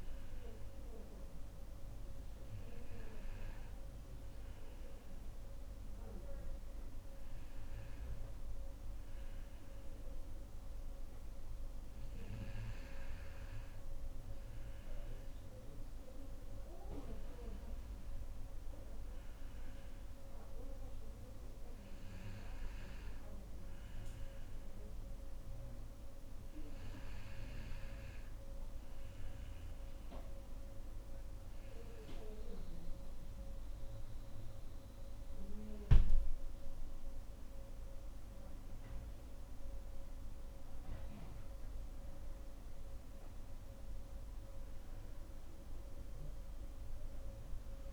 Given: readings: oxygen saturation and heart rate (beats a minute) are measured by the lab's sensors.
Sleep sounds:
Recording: breathing in sleep, hard to hear, by a room microphone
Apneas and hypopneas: none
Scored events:
none scored
From the record:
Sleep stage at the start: N2 (light sleep)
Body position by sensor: on the back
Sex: female

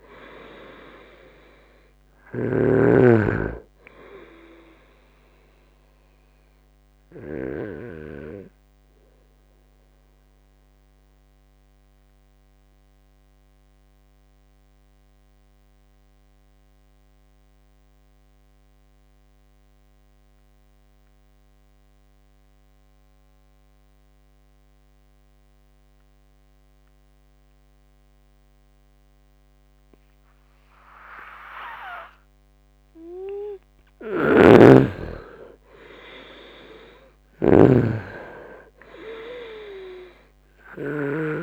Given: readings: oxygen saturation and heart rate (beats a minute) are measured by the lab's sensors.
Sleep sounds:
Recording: breathing in sleep by a microphone on the trachea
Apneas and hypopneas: 1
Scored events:
0.00-21.50 s: oxygen desaturation (device-marked, oxygen 86% lowest, heart rate 62 extreme)
6.50-32.00 s: obstructive apnea (oxygen 99% before, 85% lowest, heart rate 69 before, 66 extreme, up 1 after)
34.00-41.00 s: snoring (device-marked)
34.50-38.00 s: arousal
34.50-41.43 s: oxygen desaturation (device-marked, oxygen 99% before, 85% lowest, heart rate 70 before, 67 extreme)
From the record:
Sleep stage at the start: N2 (light sleep)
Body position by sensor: on the right side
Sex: male

